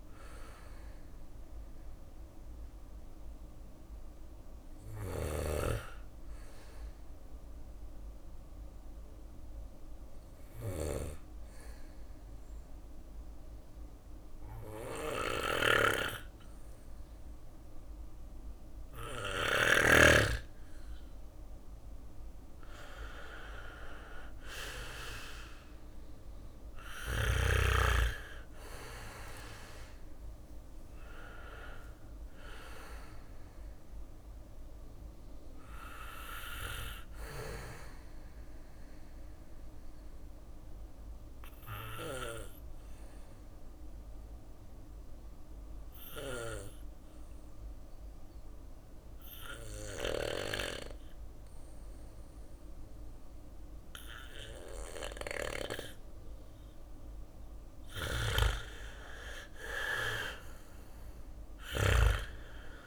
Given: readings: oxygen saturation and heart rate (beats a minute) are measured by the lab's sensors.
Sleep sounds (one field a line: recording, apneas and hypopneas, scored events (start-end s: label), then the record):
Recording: breathing in sleep by a room microphone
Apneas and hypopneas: 2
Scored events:
0.00-3.50 s: oxygen desaturation (device-marked, oxygen 94% lowest, heart rate 58 extreme)
6.00-18.50 s: obstructive apnea (oxygen 99% before, 93% lowest, heart rate 61 before, 57 extreme, up 3 after)
12.50-19.50 s: bradycardia (device-marked, heart rate 61 before, 58 extreme)
14.50-19.00 s: snoring (device-marked)
20.50-25.00 s: arousal
25.50-35.50 s: drop in pulse transit time (device-marked, heart rate 60 before, 59 extreme)
26.50-45.50 s: oxygen desaturation (device-marked, oxygen 99% before, 95% lowest, heart rate 60 before, 57 extreme)
30.50-52.50 s: bradycardia (device-marked, heart rate 61 before, 57 extreme)
36.50-55.00 s: obstructive apnea (oxygen 99% before, 93% lowest, heart rate 60 before, 58 extreme, up 4 after)
40.50-62.87 s: new sleep stage, N2 (light sleep)
57.00-61.00 s: snoring (device-marked)
57.00-62.00 s: arousal
58.50-62.87 s: oxygen desaturation (device-marked, oxygen 99% before, 93% lowest, heart rate 59 before, 57 extreme)
61.50-62.87 s: drop in pulse transit time (device-marked, heart rate 59 before, 58 extreme)
From the record:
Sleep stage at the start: N1 (lightest sleep)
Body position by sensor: on the back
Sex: male